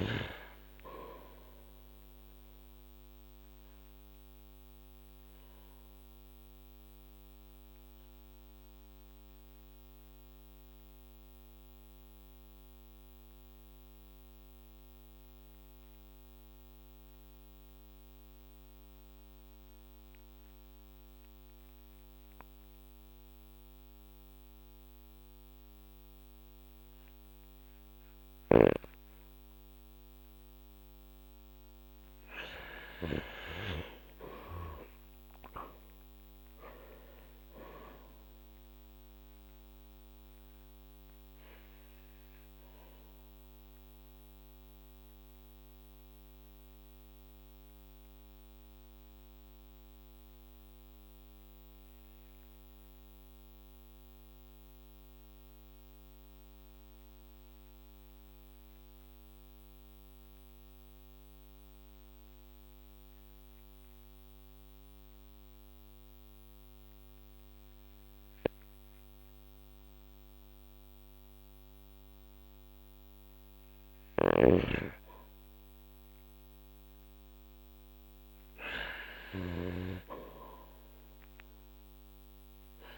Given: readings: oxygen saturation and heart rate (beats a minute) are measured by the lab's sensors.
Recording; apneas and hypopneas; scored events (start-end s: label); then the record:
breathing in sleep by a microphone on the trachea; 2
4.00-29.00 s: obstructive apnea (oxygen 97% before, 92% lowest, heart rate 50 before, 45 extreme, up 12 after)
32.50-36.50 s: arousal
39.00-76.50 s: mixed apnea (oxygen 97% before, 92% lowest, heart rate 52 before, 45 extreme, up 8 after)
71.50-82.98 s: oxygen desaturation (device-marked, oxygen 97% before, 92% lowest, heart rate 48 before, 46 extreme)
74.00-82.98 s: snoring (device-marked)
78.50-82.50 s: arousal
From the record:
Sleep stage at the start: N2 (light sleep); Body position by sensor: on the back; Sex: male